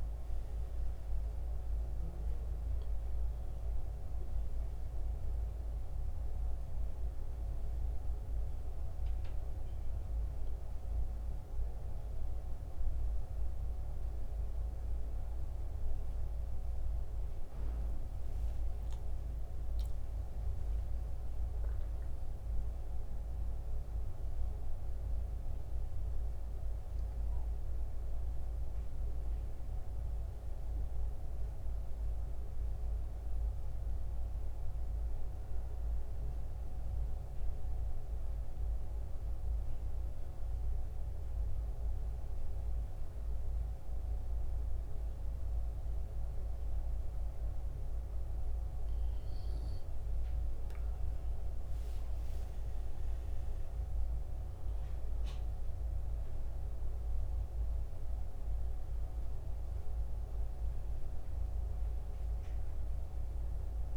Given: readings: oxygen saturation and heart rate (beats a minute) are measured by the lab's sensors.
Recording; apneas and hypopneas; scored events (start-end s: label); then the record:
breathing in sleep, hard to hear, by a room microphone; 1
0.00-29.00 s: oxygen desaturation (device-marked, oxygen 87% lowest, heart rate 65 extreme)
12.00-42.00 s: new sleep stage, N1 (lightest sleep)
18.00-23.00 s: arousal
34.00-49.00 s: mixed apnea (oxygen 96% before, 88% lowest, heart rate 74 before, 65 extreme, up 13 after)
42.00-63.97 s: new sleep stage, N2 (light sleep)
49.00-63.97 s: oxygen desaturation (device-marked, oxygen 96% before, 88% lowest, heart rate 68 before, 64 extreme)
52.00-56.50 s: arousal
From the record:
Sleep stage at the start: N2 (light sleep); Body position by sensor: on the back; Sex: male